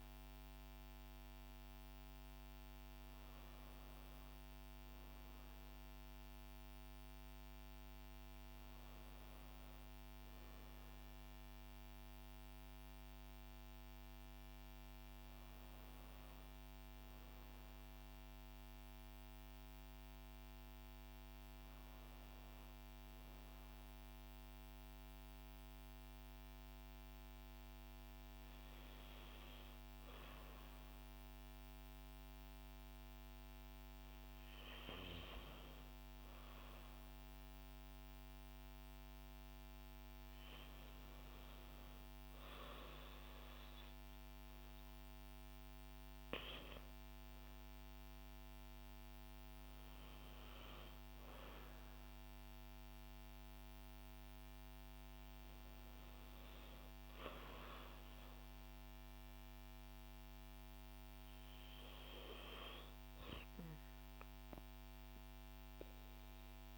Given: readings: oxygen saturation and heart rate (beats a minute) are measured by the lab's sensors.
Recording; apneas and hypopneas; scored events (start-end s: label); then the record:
breathing in sleep, hard to hear, by a microphone on the trachea; none
none scored
From the record:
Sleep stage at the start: N2 (light sleep); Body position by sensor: on the back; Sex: female